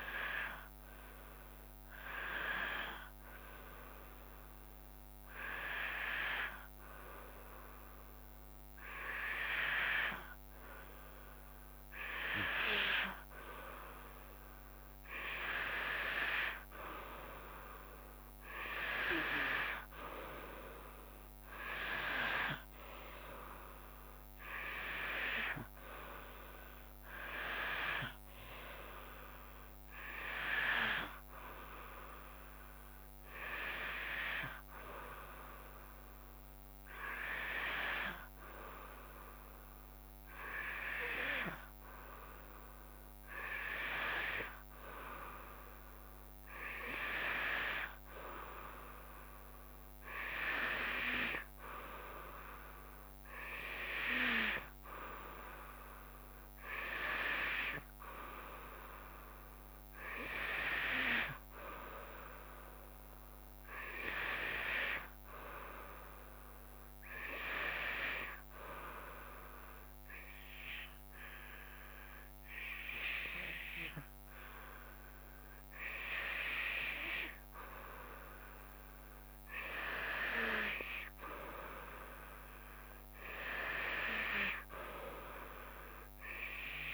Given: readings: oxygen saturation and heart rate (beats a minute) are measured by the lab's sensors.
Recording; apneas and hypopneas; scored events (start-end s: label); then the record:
breathing in sleep by a microphone on the trachea; 2
2.00-13.00 s: hypopnea (oxygen 95% before, 93% lowest, heart rate 76 before, 74 extreme, up 3 after)
12.00-27.00 s: drop in pulse transit time (device-marked, heart rate 74 before, 75 extreme)
16.00-19.50 s: arousal
68.50-79.00 s: hypopnea (oxygen 95% before, 91% lowest, heart rate 73 before, 58 extreme, up 18 after)
81.00-85.00 s: arousal
84.00-86.94 s: new sleep stage, REM sleep
From the record:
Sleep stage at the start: N2 (light sleep); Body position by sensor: on the back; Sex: female